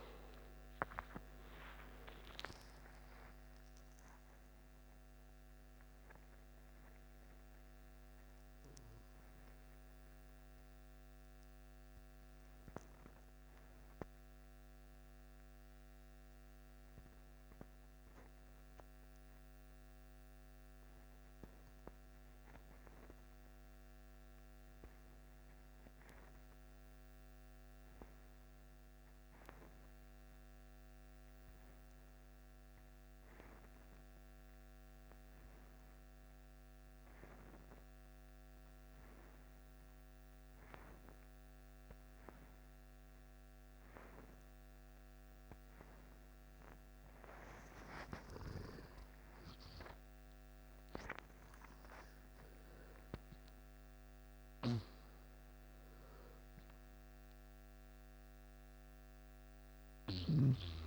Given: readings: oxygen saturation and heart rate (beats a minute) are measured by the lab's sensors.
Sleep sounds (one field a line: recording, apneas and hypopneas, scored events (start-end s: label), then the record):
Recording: breathing in sleep by a microphone on the trachea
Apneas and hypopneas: 1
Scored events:
0.00-3.00 s: oxygen desaturation (device-marked, oxygen 89% lowest, heart rate 50 extreme)
2.00-6.50 s: arousal
14.00-47.00 s: obstructive apnea (oxygen 96% before, 90% lowest, heart rate 65 before, 49 extreme, up 14 after)
35.00-60.86 s: oxygen desaturation (device-marked, oxygen 98% before, 90% lowest, heart rate 51 before, 49 extreme)
48.00-52.50 s: arousal
From the record:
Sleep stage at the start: N2 (light sleep)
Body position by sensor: on the left side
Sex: male